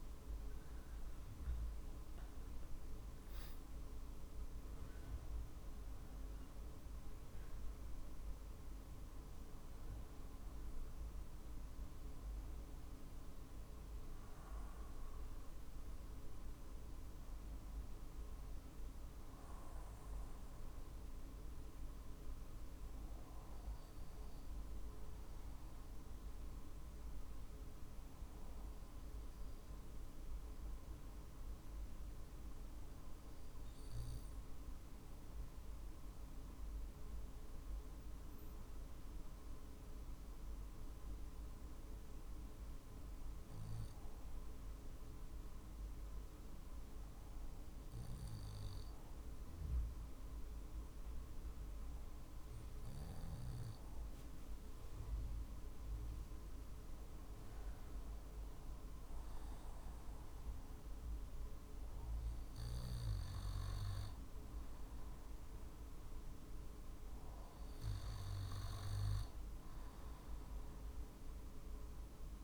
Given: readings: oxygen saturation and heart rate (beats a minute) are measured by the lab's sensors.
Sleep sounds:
breathing in sleep, hard to hear, by a room microphone; 1
0.00-10.50 s: drop in pulse transit time (device-marked, heart rate 49 extreme)
2.00-4.00 s: long interval between heartbeats (device-marked, heart rate 49 before, 57 extreme)
25.50-54.50 s: obstructive apnea (oxygen 96% before, 89% lowest, heart rate 48 before, 46 extreme, up 2 after)
31.50-47.50 s: oxygen desaturation (device-marked, oxygen 96% before, 89% lowest, heart rate 47 before, 47 extreme)
48.50-70.50 s: drop in pulse transit time (device-marked, heart rate 47 before, 48 extreme)
57.00-61.00 s: arousal
From the record:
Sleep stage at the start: N2 (light sleep); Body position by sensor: on the back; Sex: male

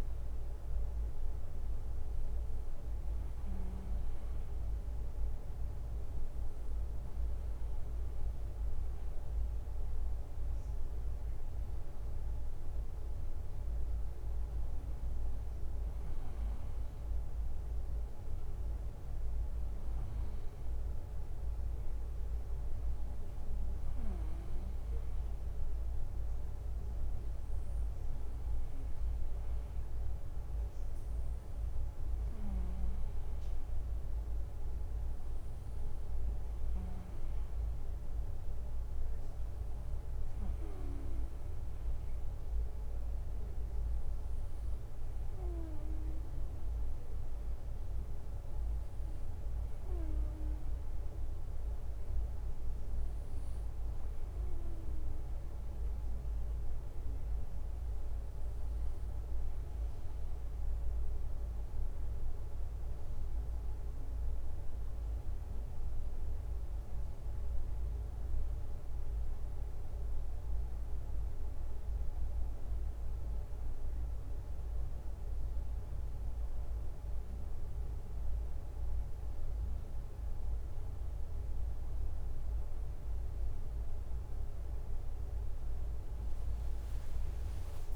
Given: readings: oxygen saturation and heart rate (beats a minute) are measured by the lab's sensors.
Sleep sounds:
breathing in sleep, hard to hear, by a room microphone; 1
43.00-57.00 s: hypopnea (oxygen 93% before, 91% lowest, heart rate 70 before, 70 extreme, up 5 after)
69.50-87.96 s: new sleep stage, N1 (lightest sleep)
From the record:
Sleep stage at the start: N2 (light sleep); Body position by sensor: on the right side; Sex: male

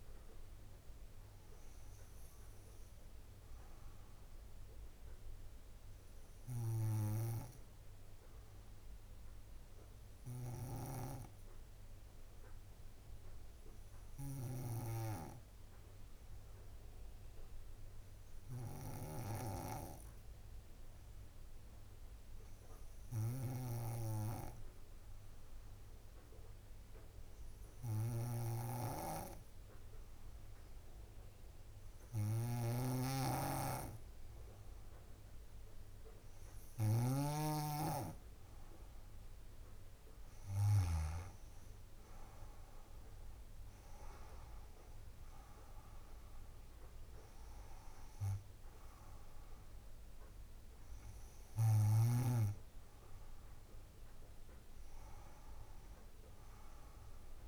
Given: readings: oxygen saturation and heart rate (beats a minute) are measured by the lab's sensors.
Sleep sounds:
breathing in sleep by a room microphone; 1
8.50-36.50 s: obstructive apnea (oxygen 98% before, 94% lowest, heart rate 59 before, 56 extreme, up 6 after)
25.00-53.00 s: oxygen desaturation (device-marked, oxygen 99% before, 94% lowest, heart rate 58 before, 53 extreme)
32.50-41.00 s: snoring (device-marked)
37.50-41.00 s: arousal
From the record:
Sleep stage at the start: N2 (light sleep); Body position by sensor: on the back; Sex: female

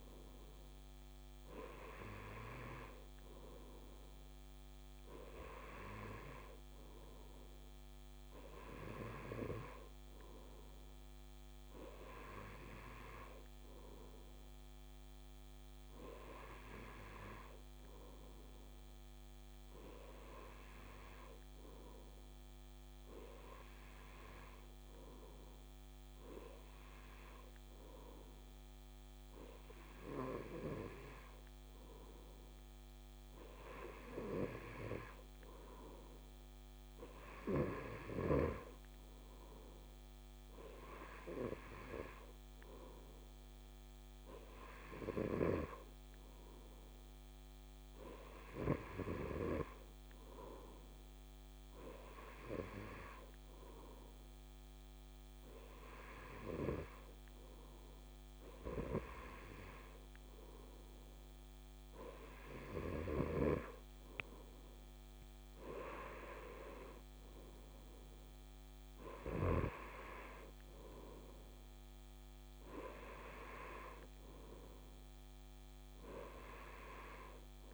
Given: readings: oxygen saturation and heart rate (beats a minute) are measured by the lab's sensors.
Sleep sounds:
breathing in sleep by a microphone on the trachea; none
none scored
From the record:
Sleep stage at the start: N2 (light sleep); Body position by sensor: on the right side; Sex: male

